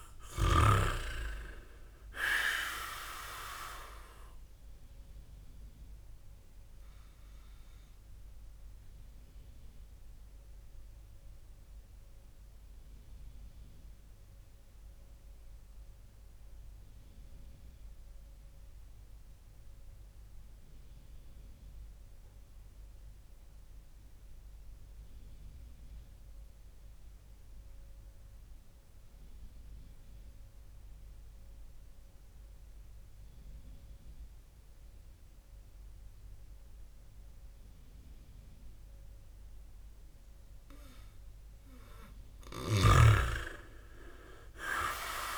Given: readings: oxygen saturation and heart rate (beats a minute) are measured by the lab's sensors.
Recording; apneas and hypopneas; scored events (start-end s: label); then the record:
breathing in sleep by a room microphone; 1
0.00-1.00 s: arousal
0.00-17.00 s: oxygen desaturation (device-marked, oxygen 95% lowest, heart rate 39 extreme)
6.50-41.00 s: obstructive apnea (oxygen 100% before, 95% lowest, heart rate 57 before, 47 extreme, up 14 after)
43.00-45.38 s: arousal
From the record:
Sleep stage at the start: N2 (light sleep); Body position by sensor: on the back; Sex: male